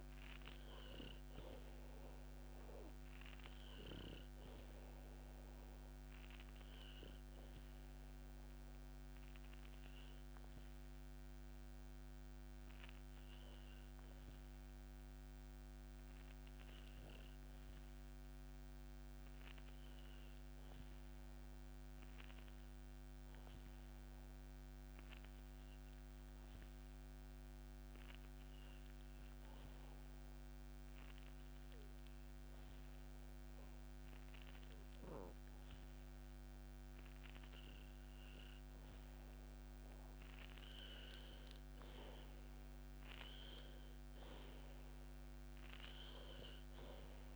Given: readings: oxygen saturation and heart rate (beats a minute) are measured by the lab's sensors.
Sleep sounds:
breathing in sleep, hard to hear, by a microphone on the trachea; 1
9.00-39.50 s: obstructive apnea (oxygen 96% before, 92% lowest, heart rate 63 before, 61 extreme, up 2 after)
42.00-46.00 s: arousal
From the record:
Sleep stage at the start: N2 (light sleep); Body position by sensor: on the back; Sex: male

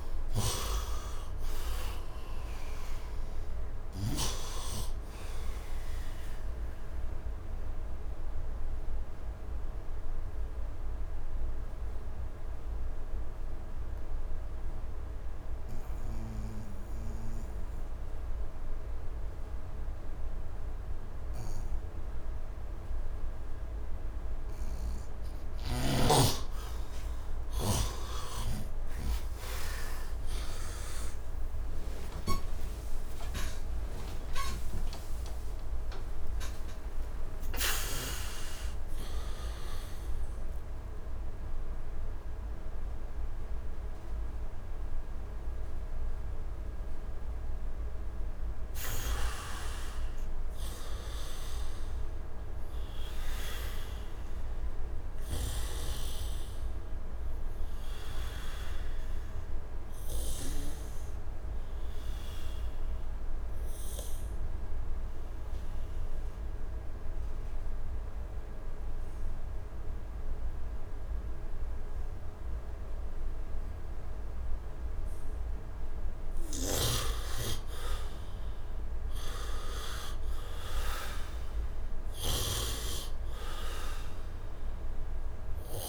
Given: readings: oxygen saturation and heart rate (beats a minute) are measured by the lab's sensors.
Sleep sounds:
a person partly awake in a sleep study, by a room microphone; 2
0.00-2.00 s: oxygen desaturation (device-marked, oxygen 46% lowest, heart rate 63 extreme)
0.00-4.00 s: snoring (device-marked)
6.50-25.00 s: mixed apnea (heart rate 77 before, 57 extreme)
8.00-20.00 s: oxygen desaturation (device-marked, heart rate 80 before, 57 extreme)
25.00-28.50 s: snoring (device-marked)
26.00-56.00 s: new sleep stage, awake
29.00-53.00 s: oxygen desaturation (device-marked, oxygen 83% before, 57% lowest, heart rate 79 before, 57 extreme)
39.00-41.00 s: bradycardia (device-marked, heart rate 80 before, 177 extreme)
56.00-85.89 s: new sleep stage, N1 (lightest sleep)
58.50-73.50 s: obstructive apnea (oxygen 100% before, 64% lowest, heart rate 94 before, 74 extreme, up 9 after)
76.50-80.00 s: arousal
77.00-85.89 s: oxygen desaturation (device-marked, oxygen 98% before, 72% lowest, heart rate 86 before, 69 extreme)
From the record:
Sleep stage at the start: REM sleep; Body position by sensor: on the back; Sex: male

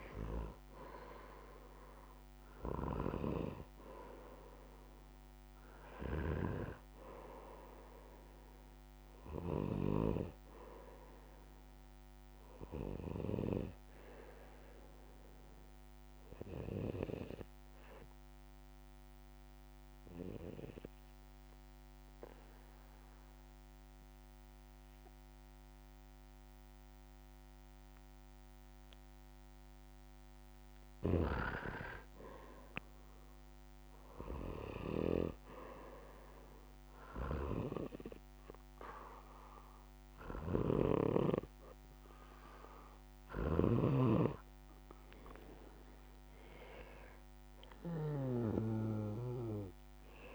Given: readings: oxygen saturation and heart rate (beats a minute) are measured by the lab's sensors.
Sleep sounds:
breathing in sleep by a microphone on the trachea; 1
0.00-20.50 s: oxygen desaturation (device-marked, oxygen 92% lowest, heart rate 63 extreme)
18.00-30.50 s: obstructive apnea (oxygen 95% before, 93% lowest, heart rate 68 before, 65 extreme, up 4 after)
32.00-36.00 s: arousal
36.50-49.50 s: oxygen desaturation (device-marked, oxygen 97% before, 93% lowest, heart rate 69 before, 65 extreme)
40.50-50.35 s: snoring (device-marked)
From the record:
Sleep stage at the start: N2 (light sleep); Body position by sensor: on the back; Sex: male

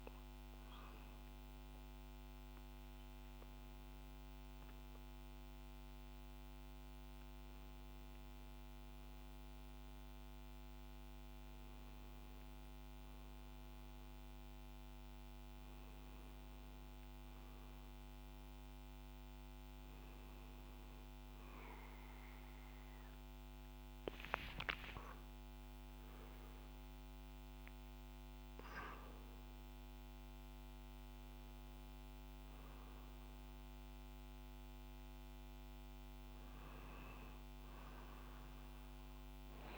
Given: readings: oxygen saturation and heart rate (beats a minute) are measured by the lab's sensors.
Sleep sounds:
breathing in sleep, hard to hear, by a microphone on the trachea; none
none scored
From the record:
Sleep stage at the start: N1 (lightest sleep); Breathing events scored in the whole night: 112 in 6.8 hours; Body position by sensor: on the back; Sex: male

